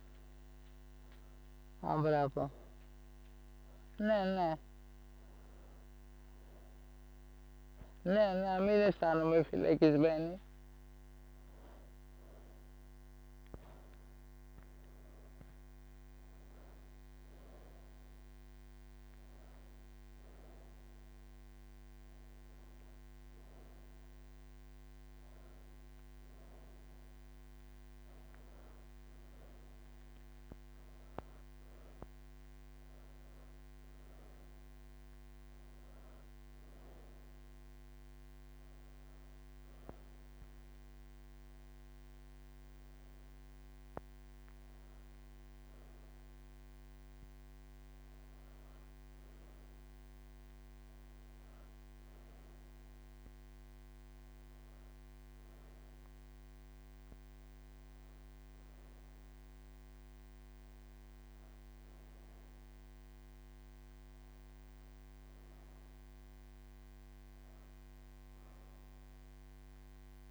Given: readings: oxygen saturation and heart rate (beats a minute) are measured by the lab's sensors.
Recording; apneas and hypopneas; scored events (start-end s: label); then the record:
breathing in sleep by a microphone on the trachea; none
8.00-10.00 s: oxygen desaturation (device-marked, oxygen 99% before, 96% lowest)
28.00-70.31 s: new sleep stage, N3 (deep sleep)
From the record:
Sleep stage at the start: N1 (lightest sleep); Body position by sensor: on the right side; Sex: female